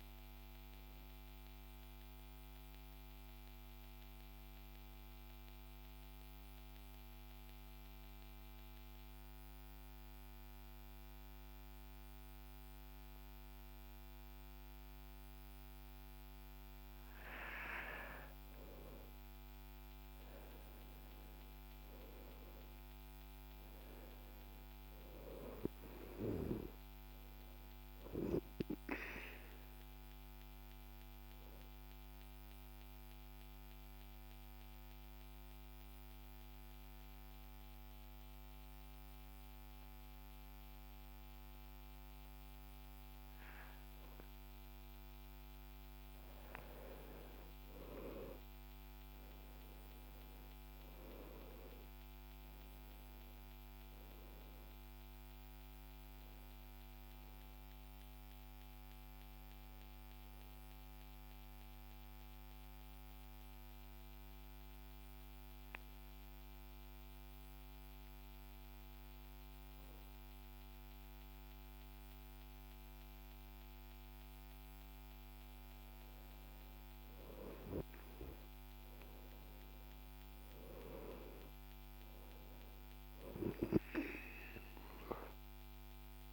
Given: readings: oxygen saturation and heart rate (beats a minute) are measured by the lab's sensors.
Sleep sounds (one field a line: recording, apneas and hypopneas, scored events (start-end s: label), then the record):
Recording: breathing in sleep by a microphone on the trachea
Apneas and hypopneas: 3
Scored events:
5.00-16.00 s: mixed apnea (oxygen 97% before, 91% lowest, heart rate 58 before, 49 extreme, up 12 after)
12.00-24.00 s: oxygen desaturation (device-marked, oxygen 96% before, 91% lowest, heart rate 57 before, 49 extreme)
21.00-25.00 s: arousal
31.50-44.50 s: obstructive apnea (oxygen 97% before, 92% lowest, heart rate 57 before, 49 extreme, up 13 after)
38.00-48.00 s: oxygen desaturation (device-marked, oxygen 97% before, 92% lowest, heart rate 56 before, 49 extreme)
47.50-53.00 s: arousal
61.00-77.00 s: mixed apnea (oxygen 97% before, 92% lowest, heart rate 55 before, 49 extreme, up 11 after)
76.00-82.00 s: oxygen desaturation (device-marked, oxygen 96% before, 92% lowest, heart rate 51 before, 49 extreme)
80.00-86.00 s: arousal
From the record:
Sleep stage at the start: N2 (light sleep)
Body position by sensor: on the right side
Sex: male